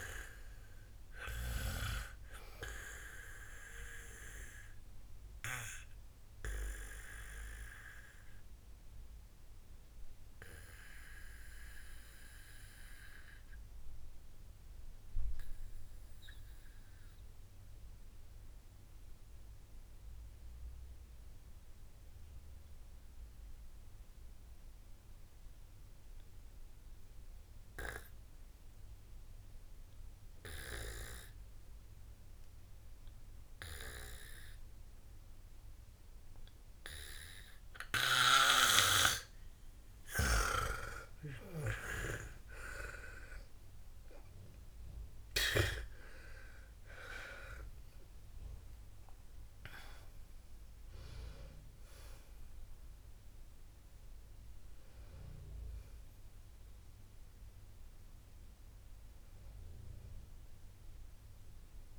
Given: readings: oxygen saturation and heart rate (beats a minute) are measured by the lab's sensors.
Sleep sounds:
breathing in sleep by a room microphone; 1
0.00-20.50 s: oxygen desaturation (device-marked, oxygen 91% lowest, heart rate 49 extreme)
4.50-40.00 s: obstructive apnea (oxygen 99% before, 86% lowest, heart rate 65 before, 49 extreme, up 22 after)
33.50-61.99 s: oxygen desaturation (device-marked, oxygen 98% before, 86% lowest, heart rate 53 before, 49 extreme)
41.00-47.00 s: snoring (device-marked)
42.00-47.00 s: arousal
From the record:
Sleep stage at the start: N2 (light sleep); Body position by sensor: on the back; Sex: female

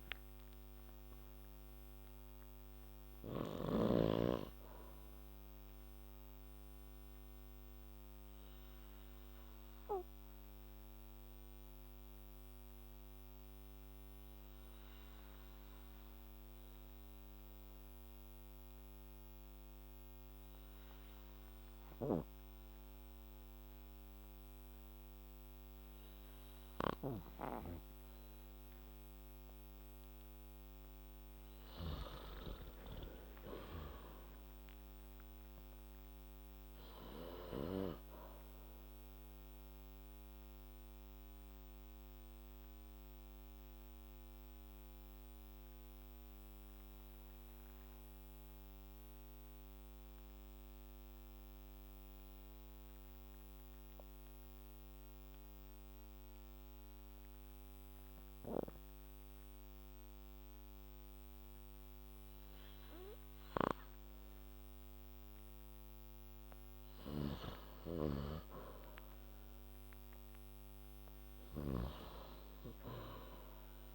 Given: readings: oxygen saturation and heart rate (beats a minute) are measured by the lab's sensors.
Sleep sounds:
breathing in sleep by a microphone on the trachea; 2
0.00-2.00 s: arousal
0.00-4.00 s: snoring (device-marked)
7.00-29.50 s: obstructive apnea (oxygen 96% before, 87% lowest, heart rate 61 before, 54 extreme, up 4 after)
9.00-22.00 s: oxygen desaturation (device-marked, oxygen 95% before, 90% lowest, heart rate 62 before, 55 extreme)
32.50-36.00 s: arousal
34.00-51.00 s: oxygen desaturation (device-marked, oxygen 96% before, 90% lowest, heart rate 60 before, 54 extreme)
39.50-66.50 s: mixed apnea (oxygen 96% before, 87% lowest, heart rate 60 before, 54 extreme, up 8 after)
53.00-63.00 s: oxygen desaturation (device-marked, oxygen 92% before, 87% lowest, heart rate 59 before, 57 extreme)
68.00-72.00 s: snoring (device-marked)
68.50-71.50 s: arousal
72.00-73.95 s: oxygen desaturation (device-marked, oxygen 98% before, 87% lowest, heart rate 60 before, 57 extreme)
From the record:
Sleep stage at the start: N2 (light sleep); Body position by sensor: on the back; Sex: male

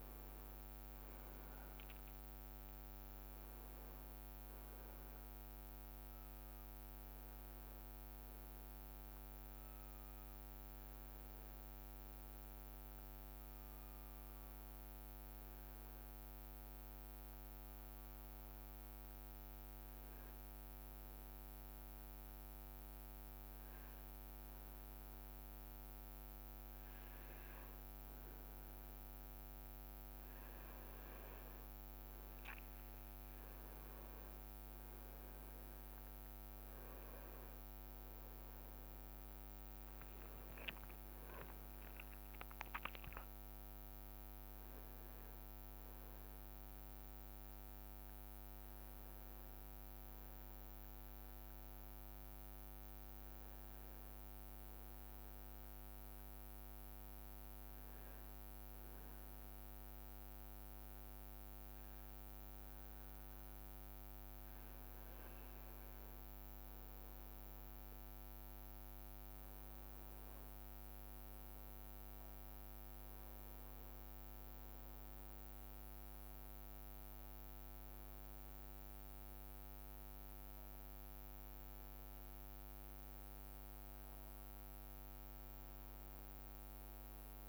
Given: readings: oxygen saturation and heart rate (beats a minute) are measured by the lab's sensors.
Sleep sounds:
breathing in sleep, hard to hear, by a microphone on the trachea; 2
0.00-2.50 s: leg movement (device-marked)
18.50-30.00 s: hypopnea (oxygen 99% before, 95% lowest, heart rate 69 before, 63 extreme, up 6 after)
33.00-87.49 s: new sleep stage, N1 (lightest sleep)
33.50-39.50 s: arousal
34.00-51.00 s: oxygen desaturation (device-marked, oxygen 99% before, 95% lowest, heart rate 64 before, 62 extreme)
40.00-42.50 s: leg movement (device-marked)
54.50-65.00 s: hypopnea (oxygen 99% before, 95% lowest, heart rate 69 before, 62 extreme, up 2 after)
70.00-75.00 s: arousal
From the record:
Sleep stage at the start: N2 (light sleep); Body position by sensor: on the back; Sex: male

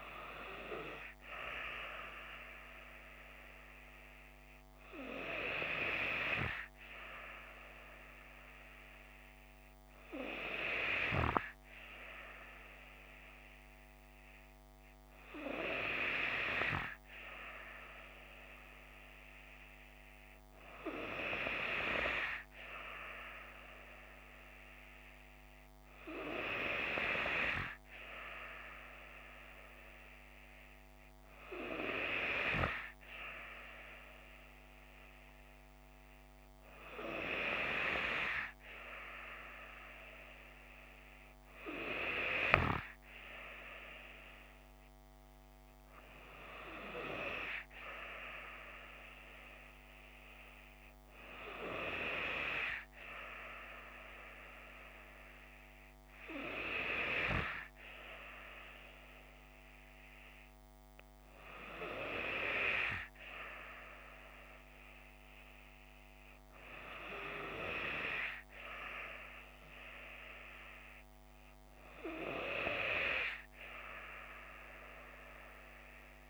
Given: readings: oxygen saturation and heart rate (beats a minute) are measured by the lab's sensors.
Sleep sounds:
breathing in sleep by a microphone on the trachea; none
none scored
From the record:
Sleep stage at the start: N2 (light sleep); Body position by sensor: on the left side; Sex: female

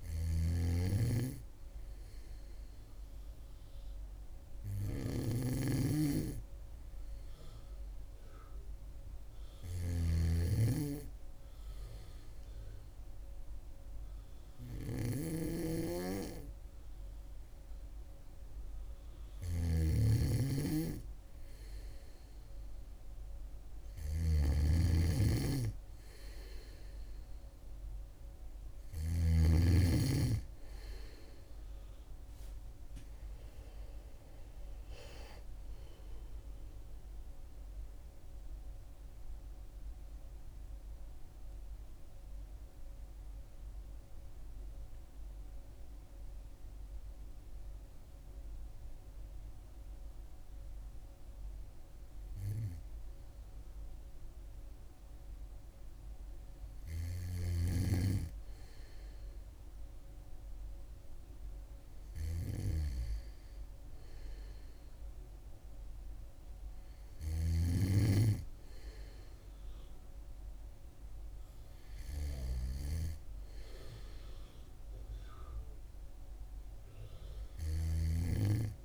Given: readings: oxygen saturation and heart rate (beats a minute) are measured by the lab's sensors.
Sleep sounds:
breathing in sleep by a room microphone; 1
0.00-29.00 s: snoring (device-marked)
34.50-38.50 s: arousal
46.00-58.00 s: hypopnea (oxygen 97% before, 95% lowest, heart rate 70 before, 60 extreme, up 1 after)
64.00-67.50 s: arousal
77.50-78.85 s: snoring (device-marked)
From the record:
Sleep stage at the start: N2 (light sleep); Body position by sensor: on the back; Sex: female

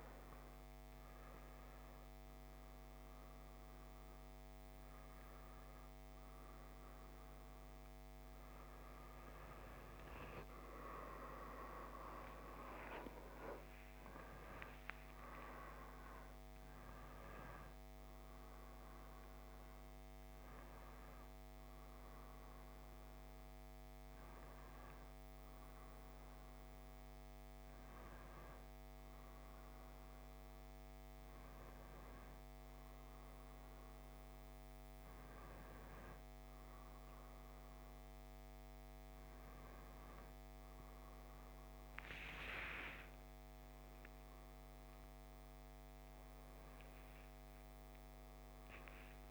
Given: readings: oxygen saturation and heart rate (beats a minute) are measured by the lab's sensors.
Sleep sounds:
a person awake in a sleep study, by a microphone on the trachea; none
none scored
From the record:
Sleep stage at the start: awake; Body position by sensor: on the back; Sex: male

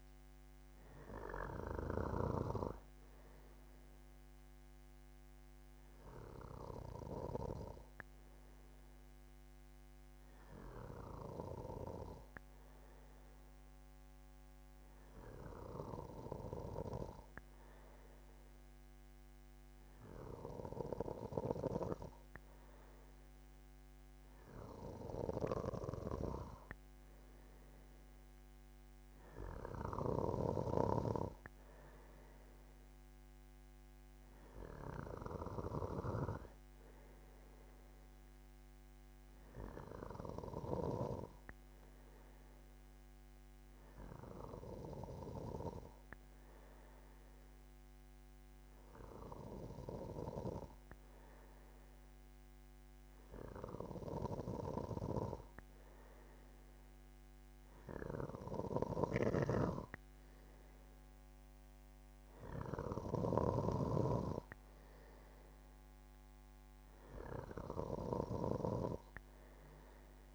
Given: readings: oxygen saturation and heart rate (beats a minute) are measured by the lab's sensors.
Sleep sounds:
breathing in sleep by a microphone on the trachea; 1
0.00-1.00 s: arousal
6.50-22.00 s: hypopnea (oxygen 96% before, 94% lowest, heart rate 79 before, 74 extreme, up 3 after)
24.00-27.50 s: arousal
59.50-63.50 s: snoring (device-marked)
From the record:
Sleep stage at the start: N2 (light sleep); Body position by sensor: on the back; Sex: male

